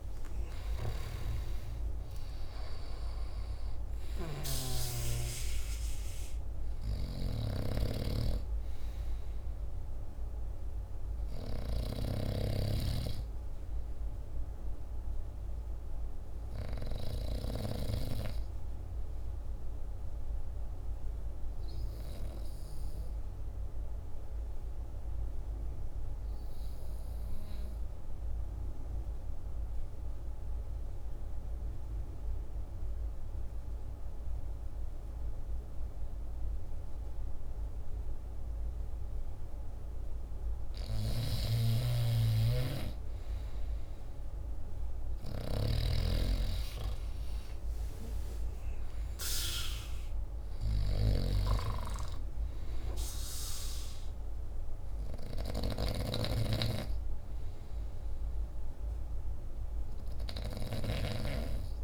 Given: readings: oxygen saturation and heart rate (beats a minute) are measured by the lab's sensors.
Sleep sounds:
breathing in sleep by a room microphone; 1
0.00-26.50 s: oxygen desaturation (device-marked, oxygen 88% lowest, heart rate 48 extreme)
4.00-12.50 s: snoring (device-marked)
27.50-40.50 s: obstructive apnea (oxygen 98% before, 87% lowest, heart rate 50 before, 47 extreme, up 7 after)
39.50-61.84 s: oxygen desaturation (device-marked, oxygen 99% before, 90% lowest, heart rate 49 before, 47 extreme)
41.00-61.00 s: snoring (device-marked)
42.50-46.00 s: arousal
From the record:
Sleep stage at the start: N2 (light sleep); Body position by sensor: on the back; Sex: male

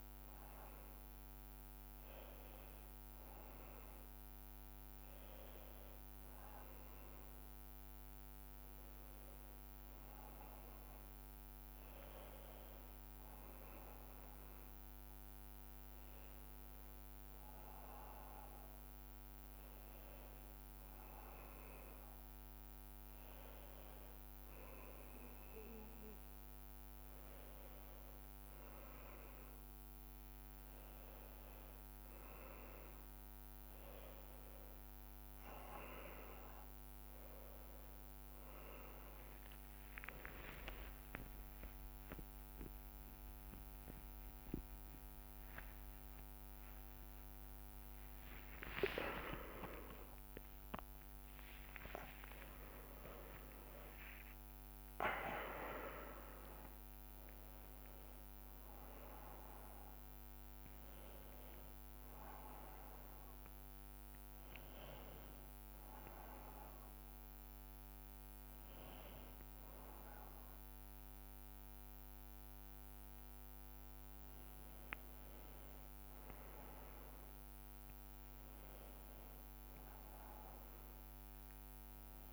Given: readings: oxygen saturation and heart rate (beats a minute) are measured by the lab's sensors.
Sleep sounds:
breathing in sleep by a microphone on the trachea; none
40.50-42.50 s: long interval between heartbeats (device-marked)
40.50-46.50 s: arousal
42.00-67.00 s: bradycardia (device-marked)
76.00-82.33 s: new sleep stage, awake
From the record:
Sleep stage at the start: N1 (lightest sleep); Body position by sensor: on the back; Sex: male

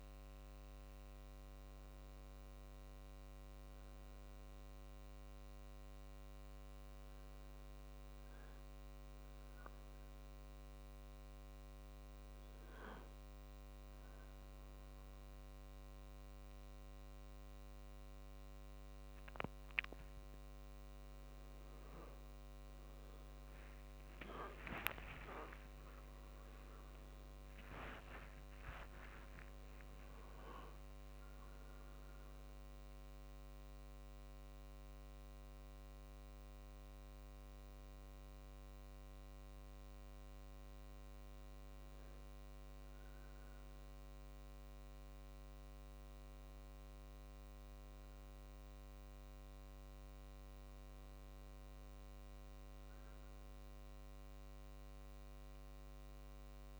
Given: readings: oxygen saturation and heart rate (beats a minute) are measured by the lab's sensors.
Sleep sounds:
a person awake in a sleep study, hard to hear, by a microphone on the trachea; none
none scored
From the record:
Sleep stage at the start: awake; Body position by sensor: on the right side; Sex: male

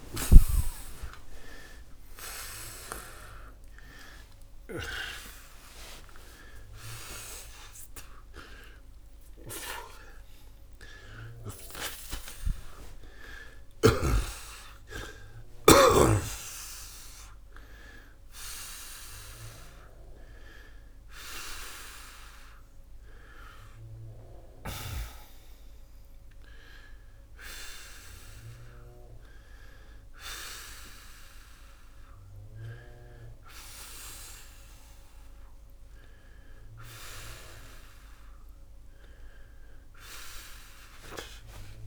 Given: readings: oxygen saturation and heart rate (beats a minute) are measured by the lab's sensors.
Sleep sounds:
a person awake in a sleep study, by a room microphone; none
none scored
From the record:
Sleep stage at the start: awake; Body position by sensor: on the back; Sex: male

